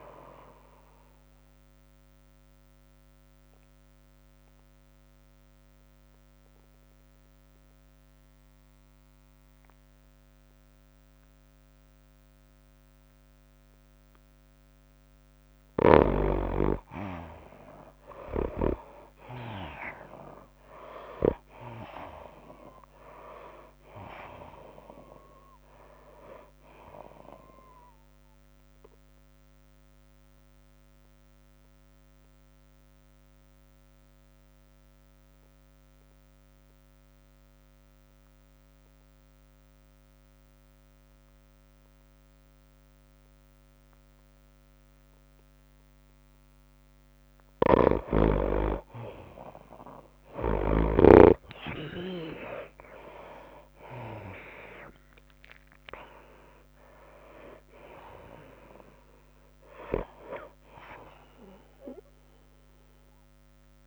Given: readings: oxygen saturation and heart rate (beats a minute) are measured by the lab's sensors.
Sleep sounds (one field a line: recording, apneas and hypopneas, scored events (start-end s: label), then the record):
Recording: breathing in sleep by a microphone on the trachea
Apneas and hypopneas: 2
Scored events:
0.00-5.50 s: tachycardia (device-marked, heart rate 104 extreme)
0.00-9.50 s: drop in pulse transit time (device-marked, heart rate 96 extreme)
0.00-16.50 s: oxygen desaturation (device-marked, oxygen 74% lowest, heart rate 87 extreme)
2.00-17.00 s: mixed apnea (oxygen 97% before, 74% lowest, heart rate 93 before, 93 extreme, up 2 after)
18.50-22.00 s: arousal
18.50-38.50 s: oxygen desaturation (device-marked, oxygen 99% before, 85% lowest, heart rate 101 before, 92 extreme)
20.50-29.50 s: tachycardia (device-marked, heart rate 97 before, 102 extreme)
29.50-48.00 s: obstructive apnea (oxygen 99% before, 79% lowest, heart rate 100 before, 92 extreme, up 8 after)
47.50-63.87 s: oxygen desaturation (device-marked, oxygen 98% before, 82% lowest, heart rate 97 before, 92 extreme)
48.50-52.00 s: snoring (device-marked)
51.00-54.00 s: arousal
53.50-63.87 s: tachycardia (device-marked, heart rate 98 before, 104 extreme)
54.50-63.87 s: drop in pulse transit time (device-marked, heart rate 94 before, 99 extreme)
From the record:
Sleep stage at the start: N2 (light sleep)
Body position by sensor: on the right side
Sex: female